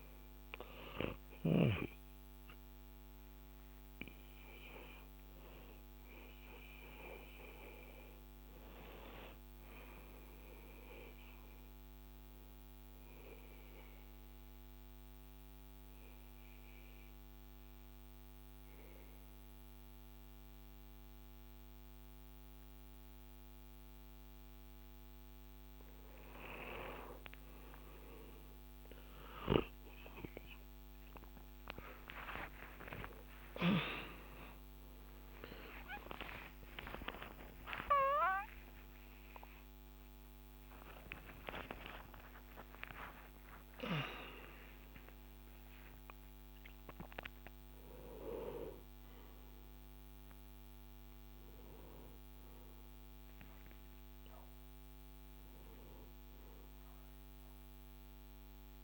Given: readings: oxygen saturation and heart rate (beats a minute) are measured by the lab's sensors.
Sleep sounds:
a person awake in a sleep study, by a microphone on the trachea; 1
3.50-7.50 s: arousal
11.50-25.00 s: obstructive apnea (oxygen 97% before, 91% lowest, heart rate 79 before, 57 extreme, up 21 after)
24.00-54.00 s: new sleep stage, awake
33.00-40.00 s: tachycardia (device-marked, heart rate 73 before, 120 extreme)
36.00-50.00 s: oxygen desaturation (device-marked, oxygen 95% before, 91% lowest, heart rate 68 before, 62 extreme)
54.00-58.84 s: new sleep stage, N1 (lightest sleep)
From the record:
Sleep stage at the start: N1 (lightest sleep); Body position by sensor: on the back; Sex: male

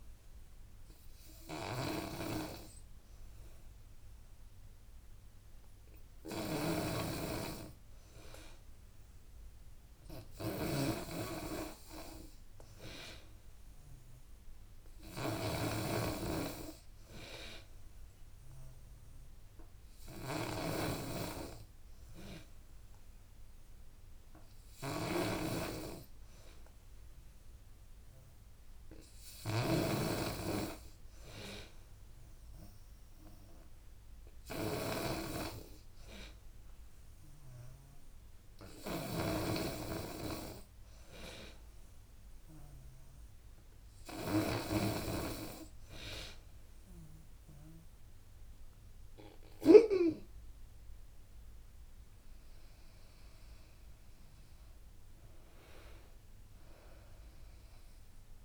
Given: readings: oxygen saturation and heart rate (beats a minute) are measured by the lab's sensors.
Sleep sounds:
breathing in sleep by a room microphone; none
0.00-50.00 s: snoring (device-marked)
51.00-58.45 s: drop in pulse transit time (device-marked, heart rate 83 before, 77 extreme)
52.50-56.00 s: arousal
From the record:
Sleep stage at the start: N2 (light sleep); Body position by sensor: on the back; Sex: female

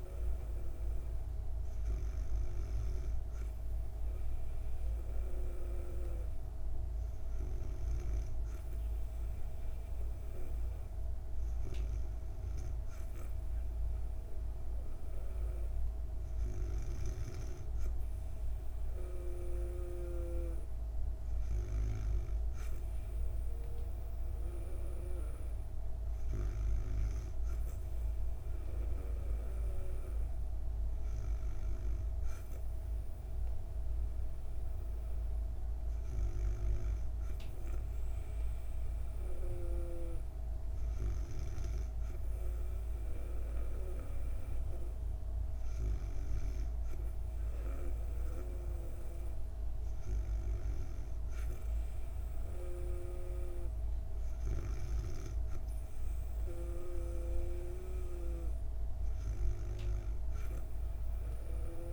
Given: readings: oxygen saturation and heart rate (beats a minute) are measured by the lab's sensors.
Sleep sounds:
breathing in sleep by a room microphone; none
none scored
From the record:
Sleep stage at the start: N2 (light sleep); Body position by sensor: on the back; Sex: female

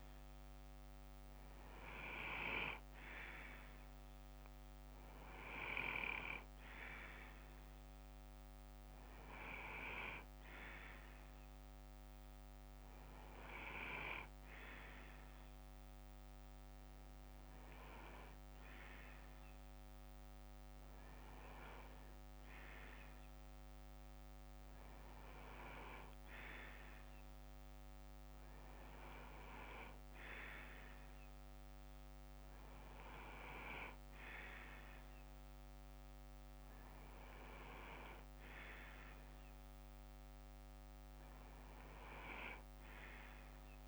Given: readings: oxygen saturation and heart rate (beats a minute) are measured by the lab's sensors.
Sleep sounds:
breathing in sleep by a microphone on the trachea; none
3.00-9.00 s: bradycardia (device-marked, heart rate 61 before, 59 extreme)
10.00-19.00 s: bradycardia (device-marked, heart rate 61 before, 57 extreme)
34.00-43.00 s: bradycardia (device-marked, heart rate 61 before, 57 extreme)
From the record:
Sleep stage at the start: N2 (light sleep); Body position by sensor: on the left side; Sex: male

